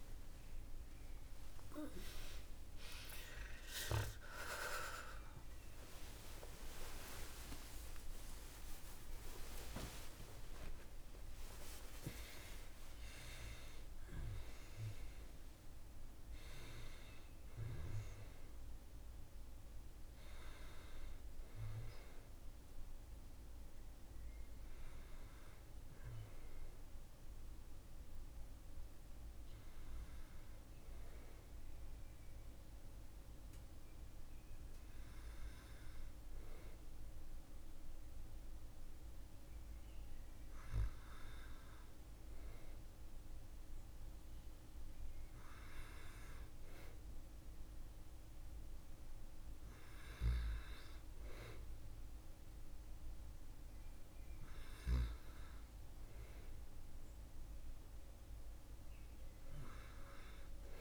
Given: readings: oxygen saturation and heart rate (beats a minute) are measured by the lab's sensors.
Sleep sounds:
a person partly awake in a sleep study, by a room microphone; none
21.50-51.50 s: new sleep stage, N1 (lightest sleep)
51.50-60.81 s: new sleep stage, N2 (light sleep)
From the record:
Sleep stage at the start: awake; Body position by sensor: on the back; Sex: female

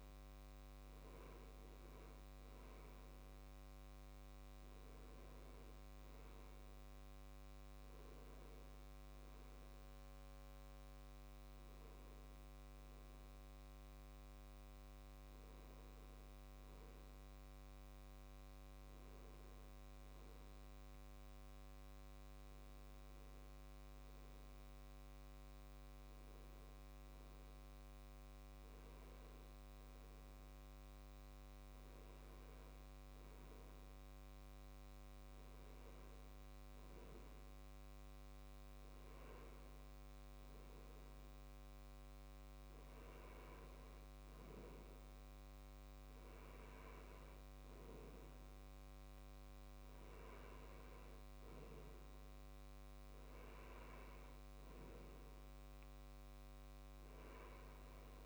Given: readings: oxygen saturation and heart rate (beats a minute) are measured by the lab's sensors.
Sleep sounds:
breathing in sleep, hard to hear, by a microphone on the trachea; none
none scored
From the record:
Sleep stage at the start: N2 (light sleep); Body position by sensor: on the left side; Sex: male

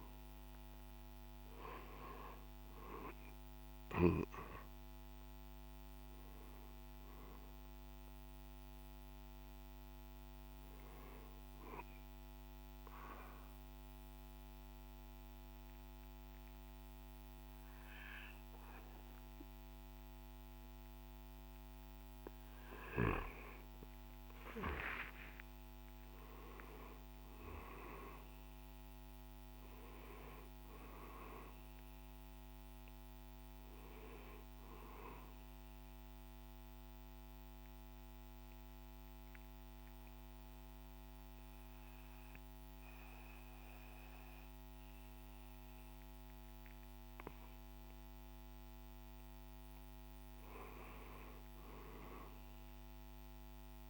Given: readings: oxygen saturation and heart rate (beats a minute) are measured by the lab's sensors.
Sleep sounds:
breathing in sleep by a microphone on the trachea; 2
0.00-6.00 s: oxygen desaturation (device-marked, oxygen 87% lowest, heart rate 59 extreme)
11.50-21.50 s: obstructive apnea (oxygen 98% before, 89% lowest, heart rate 70 before, 57 extreme, up 5 after)
23.50-28.50 s: arousal
26.00-46.00 s: oxygen desaturation (device-marked, oxygen 97% before, 89% lowest, heart rate 66 before, 53 extreme)
34.50-48.00 s: obstructive apnea (oxygen 98% before, 89% lowest, heart rate 63 before, 53 extreme, up 4 after)
43.00-53.90 s: new sleep stage, N2 (light sleep)
51.00-53.90 s: arousal
From the record:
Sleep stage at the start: N1 (lightest sleep); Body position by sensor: on the right side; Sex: male

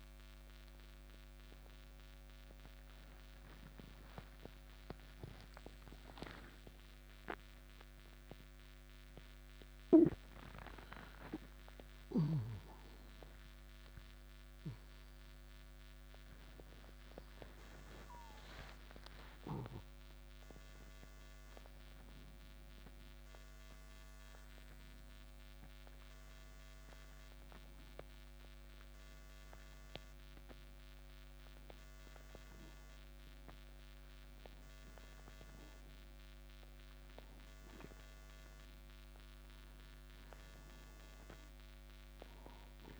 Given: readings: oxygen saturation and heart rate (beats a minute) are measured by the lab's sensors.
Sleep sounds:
a person partly awake in a sleep study, by a microphone on the trachea; none
0.00-13.00 s: oxygen desaturation (device-marked, oxygen 94% lowest, heart rate 59 extreme)
17.00-43.00 s: new sleep stage, N1 (lightest sleep)
From the record:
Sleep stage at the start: awake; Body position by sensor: on the right side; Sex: male

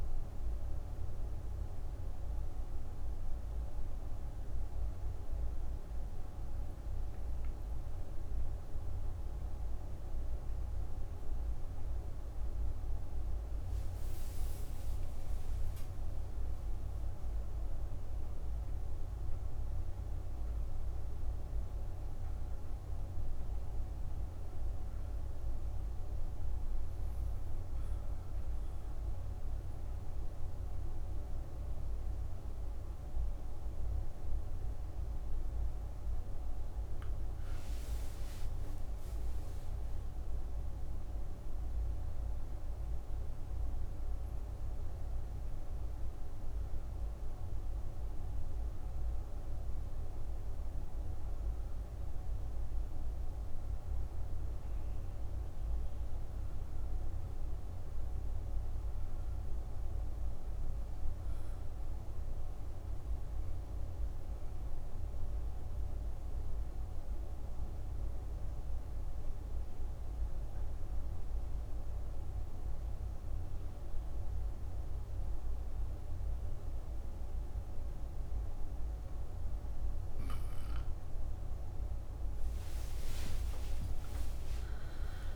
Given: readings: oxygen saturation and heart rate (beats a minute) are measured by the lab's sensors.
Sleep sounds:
breathing in sleep, hard to hear, by a room microphone; 2
25.50-36.00 s: obstructive apnea (oxygen 99% before, 90% lowest, heart rate 72 before, 63 extreme, up 30 after)
27.00-69.00 s: oxygen desaturation (device-marked, oxygen 98% before, 91% lowest, heart rate 72 before, 59 extreme)
37.50-42.00 s: arousal
60.00-85.36 s: new sleep stage, N2 (light sleep)
61.50-80.00 s: obstructive apnea (oxygen 97% before, 88% lowest, heart rate 73 before, 59 extreme, up 37 after)
82.50-85.36 s: arousal
84.00-85.36 s: oxygen desaturation (device-marked, oxygen 97% before, 88% lowest, heart rate 65 before, 59 extreme)
From the record:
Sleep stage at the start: N1 (lightest sleep); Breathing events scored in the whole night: 366 in 5.5 hours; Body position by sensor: on the back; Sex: female

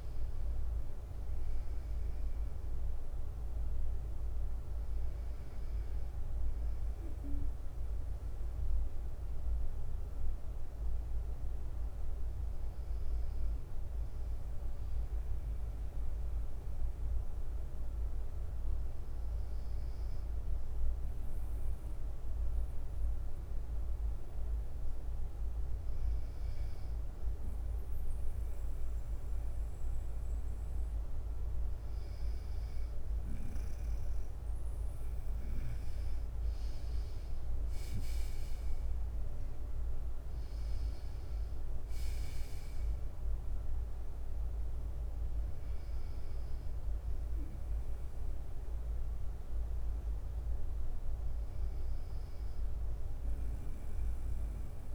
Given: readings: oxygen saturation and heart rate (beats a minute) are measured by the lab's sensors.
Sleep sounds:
breathing in sleep, hard to hear, by a room microphone; 1
0.00-1.00 s: arousal
0.00-54.95 s: bradycardia (device-marked, heart rate 53 extreme)
15.00-26.50 s: hypopnea (oxygen 96% before, 94% lowest, heart rate 57 before, 53 extreme, up 1 after)
33.50-46.50 s: drop in pulse transit time (device-marked, heart rate 54 before, 54 extreme)
35.00-39.00 s: arousal
From the record:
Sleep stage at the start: N2 (light sleep); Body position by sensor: on the right side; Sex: male

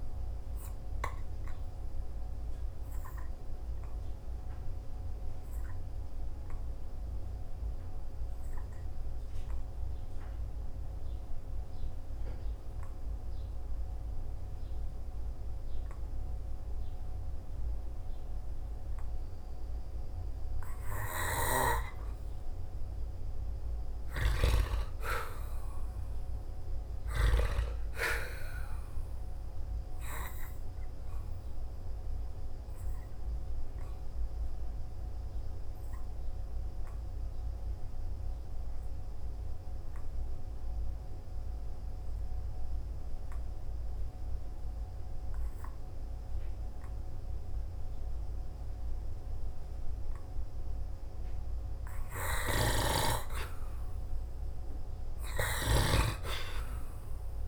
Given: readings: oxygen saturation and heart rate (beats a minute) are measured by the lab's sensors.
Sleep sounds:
breathing in sleep by a room microphone; 2
7.50-22.50 s: hypopnea (oxygen 96% before, 87% lowest, heart rate 56 before, 53 extreme, up 0 after)
10.50-30.50 s: oxygen desaturation (device-marked, oxygen 96% before, 89% lowest, heart rate 56 before, 53 extreme)
24.00-27.00 s: arousal
32.50-48.50 s: hypopnea (oxygen 95% before, 87% lowest, heart rate 55 before, 53 extreme, up 0 after)
36.50-56.50 s: oxygen desaturation (device-marked, oxygen 94% before, 87% lowest, heart rate 55 before, 53 extreme)
52.00-55.50 s: arousal
From the record:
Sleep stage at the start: N2 (light sleep); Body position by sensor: on the back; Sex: male

